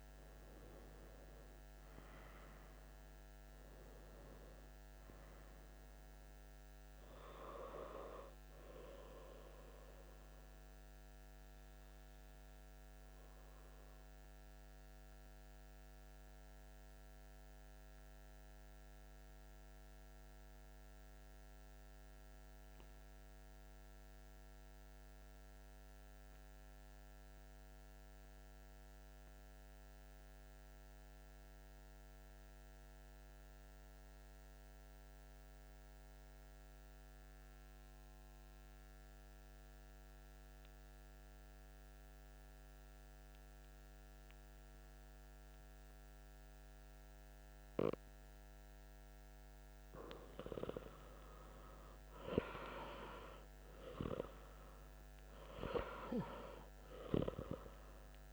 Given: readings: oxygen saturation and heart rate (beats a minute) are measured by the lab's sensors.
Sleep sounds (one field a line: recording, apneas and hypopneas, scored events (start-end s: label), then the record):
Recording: breathing in sleep by a microphone on the trachea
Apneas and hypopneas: 1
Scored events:
0.00-14.00 s: oxygen desaturation (device-marked, oxygen 89% lowest, heart rate 59 extreme)
13.00-48.50 s: mixed apnea (oxygen 96% before, 90% lowest, heart rate 119 before, 54 extreme)
43.00-58.33 s: oxygen desaturation (device-marked, oxygen 98% before, 90% lowest, heart rate 114 before, 43 extreme)
49.50-54.50 s: arousal
From the record:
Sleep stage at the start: N2 (light sleep)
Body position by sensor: on the back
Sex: male